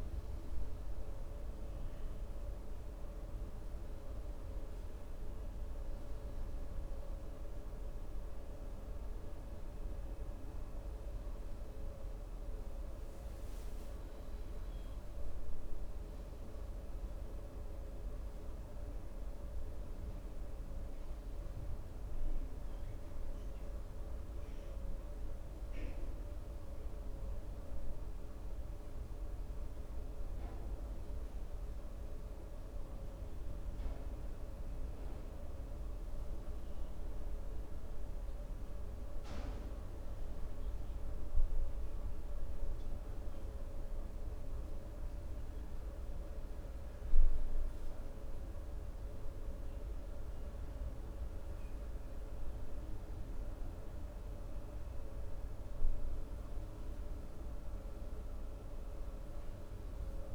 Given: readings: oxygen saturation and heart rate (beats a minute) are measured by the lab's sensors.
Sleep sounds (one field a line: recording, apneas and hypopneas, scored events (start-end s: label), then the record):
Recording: breathing in sleep, hard to hear, by a room microphone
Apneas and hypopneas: none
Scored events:
16.50-60.35 s: new sleep stage, N2 (light sleep)
From the record:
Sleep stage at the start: N1 (lightest sleep)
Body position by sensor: on the right side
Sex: male